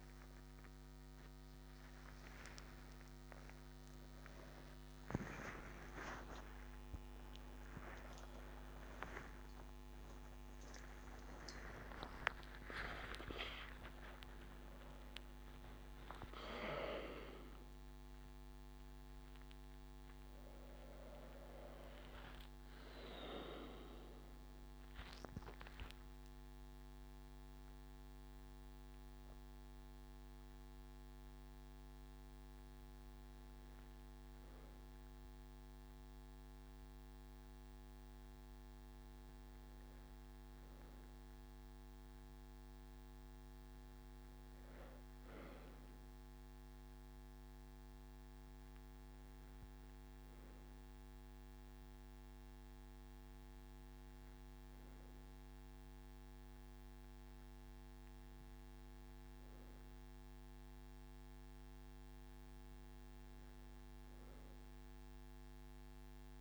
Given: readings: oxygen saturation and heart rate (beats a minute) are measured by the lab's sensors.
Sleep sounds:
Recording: breathing in sleep by a microphone on the trachea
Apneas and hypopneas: none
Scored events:
6.50-15.00 s: arousal
From the record:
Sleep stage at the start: N2 (light sleep)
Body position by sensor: on the right side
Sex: male

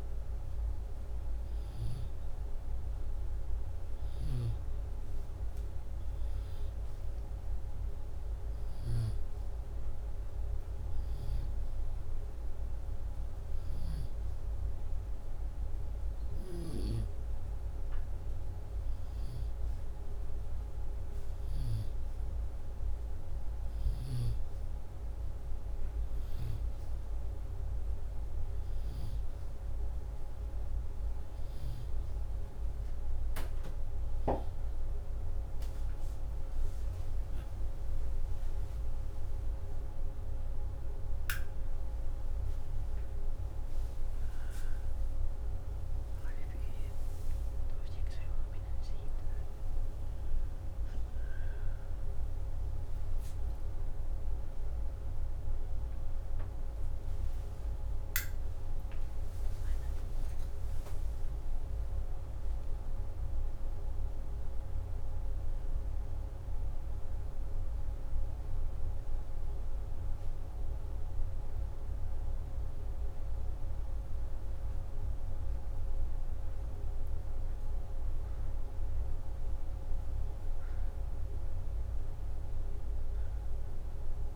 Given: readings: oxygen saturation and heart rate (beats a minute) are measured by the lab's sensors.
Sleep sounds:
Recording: breathing in sleep, hard to hear, by a room microphone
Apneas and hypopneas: none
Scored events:
45.50-50.00 s: arousal
From the record:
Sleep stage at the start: N2 (light sleep)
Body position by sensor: upright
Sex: male

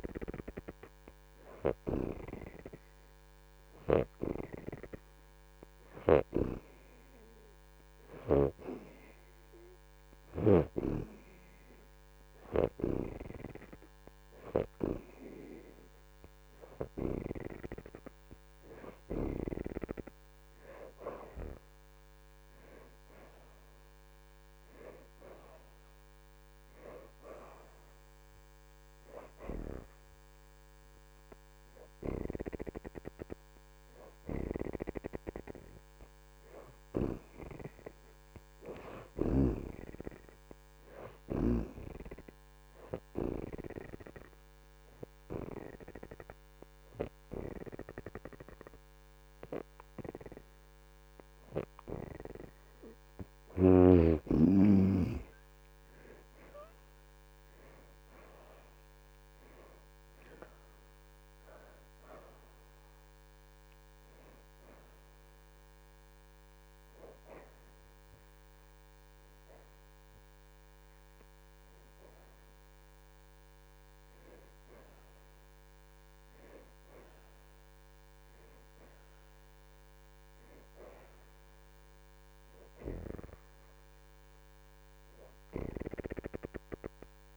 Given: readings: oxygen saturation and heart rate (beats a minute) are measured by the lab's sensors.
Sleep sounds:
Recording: breathing in sleep by a microphone on the trachea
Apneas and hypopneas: 1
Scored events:
19.50-50.50 s: oxygen desaturation (device-marked, oxygen 71% before, 63% lowest)
42.50-54.00 s: obstructive apnea (oxygen 71% before, 59% lowest)
52.50-64.50 s: oxygen desaturation (device-marked, oxygen 74% before, 66% lowest)
57.00-61.50 s: arousal
77.50-87.37 s: oxygen desaturation (device-marked, oxygen 68% before, 59% lowest)
From the record:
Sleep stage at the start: N2 (light sleep)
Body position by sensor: on the back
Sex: female

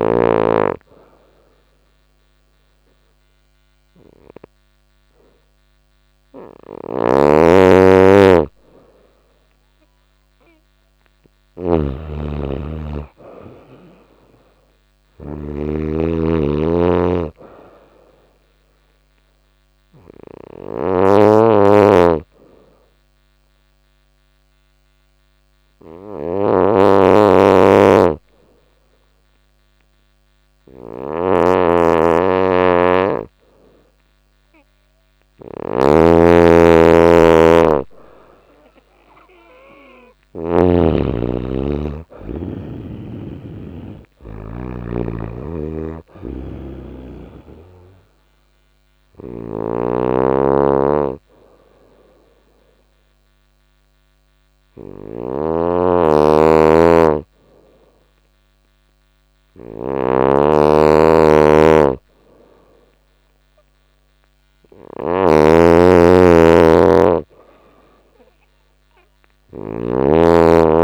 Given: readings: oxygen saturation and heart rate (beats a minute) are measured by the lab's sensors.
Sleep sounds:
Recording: breathing in sleep by a microphone on the trachea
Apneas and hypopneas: 2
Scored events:
0.00-1.00 s: oxygen desaturation (device-marked, oxygen 88% lowest, heart rate 87 extreme)
6.00-11.00 s: arousal
6.00-40.00 s: snoring (device-marked)
20.50-33.50 s: hypopnea (oxygen 96% before, 88% lowest, heart rate 89 before, 88 extreme, up 1 after)
28.00-37.00 s: oxygen desaturation (device-marked, oxygen 94% before, 90% lowest, heart rate 89 before, 88 extreme)
37.50-41.50 s: arousal
44.50-70.84 s: snoring (device-marked)
46.00-66.00 s: oxygen desaturation (device-marked, oxygen 94% before, 88% lowest, heart rate 89 before, 88 extreme)
46.50-58.00 s: hypopnea (oxygen 94% before, 88% lowest, heart rate 89 before, 88 extreme, up 0 after)
68.50-70.84 s: arousal
From the record:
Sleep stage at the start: N2 (light sleep)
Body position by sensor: on the right side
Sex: female

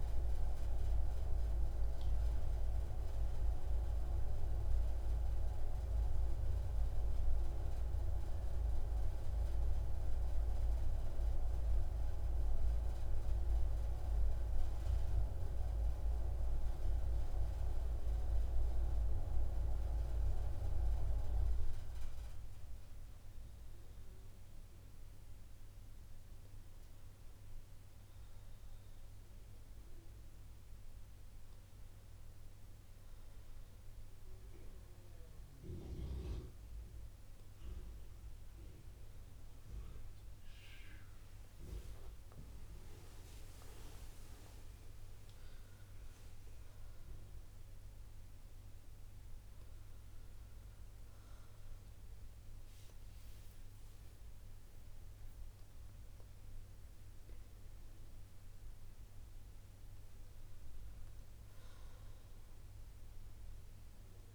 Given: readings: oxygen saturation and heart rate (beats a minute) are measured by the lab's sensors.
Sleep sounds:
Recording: breathing in sleep by a room microphone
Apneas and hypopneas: none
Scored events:
none scored
From the record:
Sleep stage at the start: N2 (light sleep)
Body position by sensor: on the right side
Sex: female

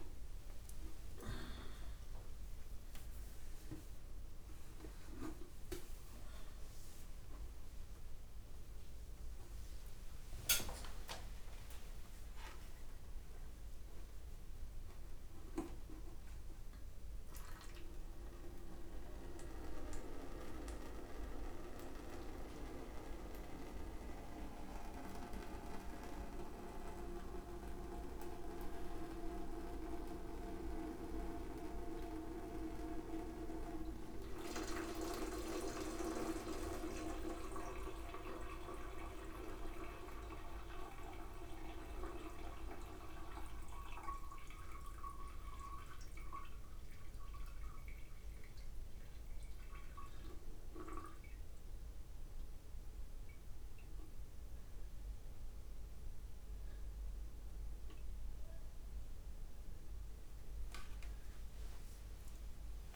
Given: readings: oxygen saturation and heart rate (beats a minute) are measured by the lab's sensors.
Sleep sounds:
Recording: a person partly awake in a sleep study, by a room microphone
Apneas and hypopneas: none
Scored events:
1.50-3.50 s: long interval between heartbeats (device-marked, heart rate 103 before, 109 extreme)
6.50-8.50 s: long interval between heartbeats (device-marked, heart rate 115 before, 68 extreme)
8.50-62.96 s: new sleep stage, N1 (lightest sleep)
12.50-14.50 s: long interval between heartbeats (device-marked, heart rate 110 before, 99 extreme)
14.50-26.50 s: drop in pulse transit time (device-marked, heart rate 107 before, 63 extreme)
37.50-54.50 s: drop in pulse transit time (device-marked, heart rate 64 before, 65 extreme)
38.50-56.50 s: oxygen desaturation (device-marked, oxygen 99% before, 94% lowest, heart rate 64 before, 65 extreme)
From the record:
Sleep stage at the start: awake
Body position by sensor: upright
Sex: male

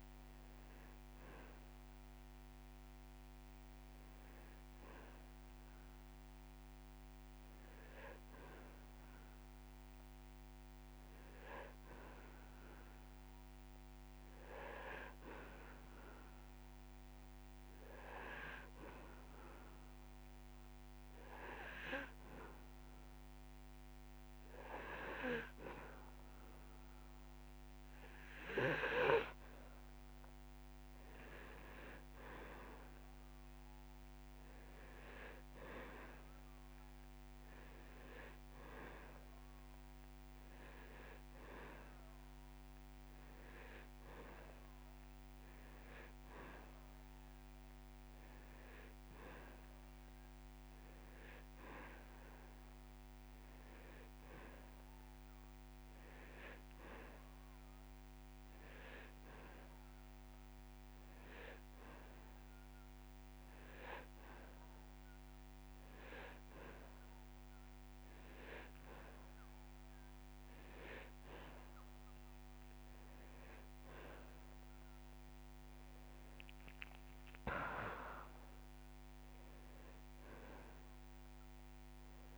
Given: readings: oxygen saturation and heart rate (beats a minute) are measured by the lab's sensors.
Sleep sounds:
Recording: breathing in sleep by a microphone on the trachea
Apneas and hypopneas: 1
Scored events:
10.50-13.50 s: arousal
17.50-28.00 s: hypopnea (oxygen 97% before, 94% lowest)
30.00-33.00 s: arousal
38.00-40.00 s: long interval between heartbeats (device-marked)
47.00-48.00 s: drop in pulse transit time (device-marked)
57.50-59.50 s: long interval between heartbeats (device-marked)
From the record:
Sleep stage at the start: N2 (light sleep)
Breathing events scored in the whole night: 234 in 4.1 hours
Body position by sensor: on the back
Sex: male

